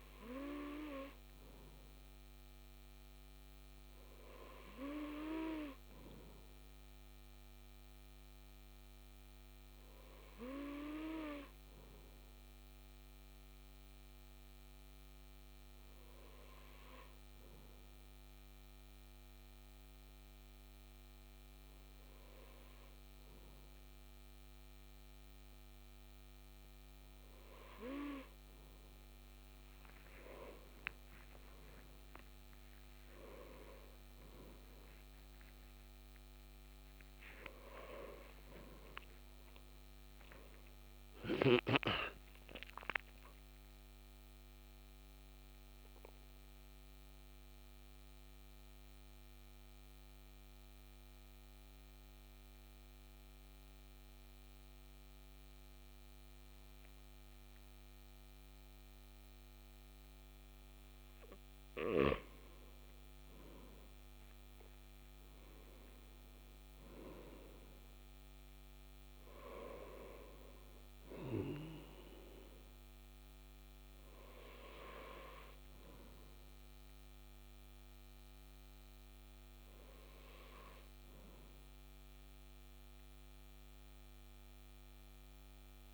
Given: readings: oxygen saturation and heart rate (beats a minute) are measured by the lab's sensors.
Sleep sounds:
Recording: breathing in sleep by a microphone on the trachea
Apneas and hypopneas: 1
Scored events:
37.00-41.50 s: arousal
44.00-62.50 s: mixed apnea (oxygen 97% before, 94% lowest, heart rate 67 before, 52 extreme, up 10 after)
64.00-85.94 s: oxygen desaturation (device-marked, oxygen 97% before, 94% lowest, heart rate 57 before, 52 extreme)
64.50-68.00 s: arousal
From the record:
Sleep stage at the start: N2 (light sleep)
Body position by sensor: on the left side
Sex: male

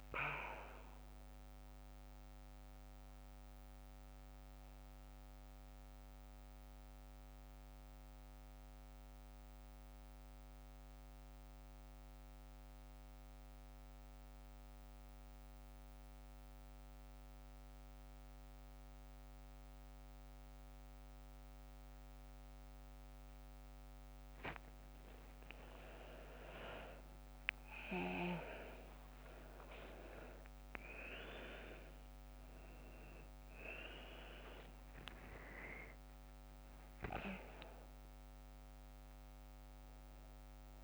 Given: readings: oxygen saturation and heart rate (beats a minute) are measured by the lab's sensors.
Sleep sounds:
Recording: breathing in sleep by a microphone on the trachea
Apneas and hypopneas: 1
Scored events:
0.00-16.00 s: oxygen desaturation (device-marked, oxygen 86% lowest, heart rate 55 extreme)
2.50-23.50 s: mixed apnea (oxygen 97% before, 86% lowest, heart rate 98 before, 55 extreme)
23.00-30.00 s: tachycardia (device-marked, heart rate 62 before, 161 extreme)
24.00-26.00 s: long interval between heartbeats (device-marked, heart rate 59 before, 70 extreme)
25.00-29.00 s: arousal
29.50-31.50 s: long interval between heartbeats (device-marked, heart rate 72 before, 160 extreme)
33.00-40.84 s: oxygen desaturation (device-marked, oxygen 100% before, 90% lowest, heart rate 89 before, 52 extreme)
From the record:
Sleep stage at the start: N2 (light sleep)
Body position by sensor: on the back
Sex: female

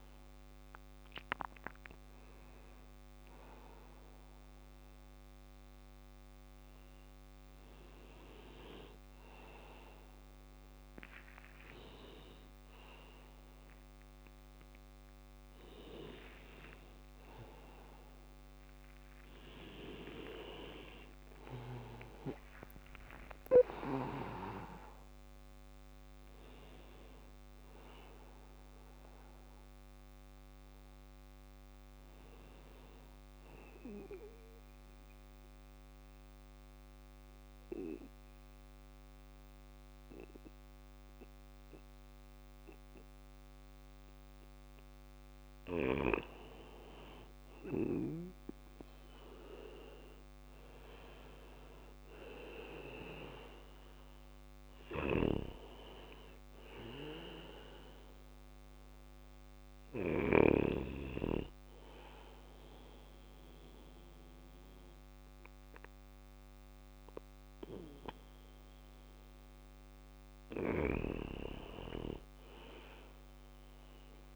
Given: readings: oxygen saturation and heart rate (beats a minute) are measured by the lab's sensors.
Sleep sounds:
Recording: a person partly awake in a sleep study, by a microphone on the trachea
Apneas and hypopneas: 2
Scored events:
12.50-42.50 s: new sleep stage, N1 (lightest sleep)
21.50-23.50 s: long interval between heartbeats (device-marked, heart rate 62 before, 70 extreme)
21.50-32.50 s: drop in pulse transit time (device-marked, heart rate 62 before, 55 extreme)
24.50-30.50 s: bradycardia (device-marked, heart rate 60 before, 55 extreme)
32.50-43.00 s: central apnea (oxygen 98% before, 95% lowest, heart rate 63 before, 57 extreme, up 5 after)
33.50-41.50 s: bradycardia (device-marked, heart rate 60 before, 57 extreme)
42.50-74.36 s: new sleep stage, N2 (light sleep)
45.50-50.50 s: arousal
53.50-59.50 s: snoring (device-marked)
53.50-68.50 s: oxygen desaturation (device-marked, oxygen 99% before, 95% lowest, heart rate 60 before, 59 extreme)
56.50-68.00 s: obstructive apnea (oxygen 99% before, 91% lowest, heart rate 60 before, 59 extreme, up 3 after)
61.50-65.50 s: bradycardia (device-marked, heart rate 60 before, 59 extreme)
71.50-74.36 s: arousal
From the record:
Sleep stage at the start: awake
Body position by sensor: on the back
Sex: male

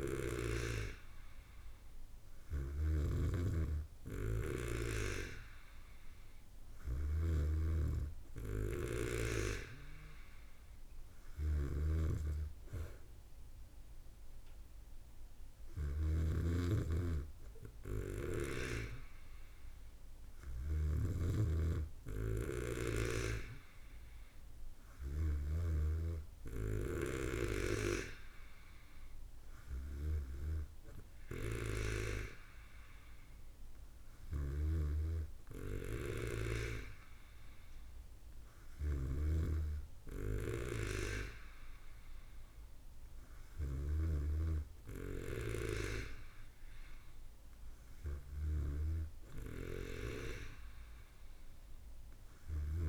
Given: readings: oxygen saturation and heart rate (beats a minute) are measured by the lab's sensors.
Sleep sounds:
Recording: breathing in sleep by a room microphone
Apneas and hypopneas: none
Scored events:
0.00-26.00 s: snoring (device-marked)
24.00-52.89 s: new sleep stage, N3 (deep sleep)
34.50-39.50 s: snoring (device-marked)
From the record:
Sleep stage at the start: N2 (light sleep)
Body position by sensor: on the back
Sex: female

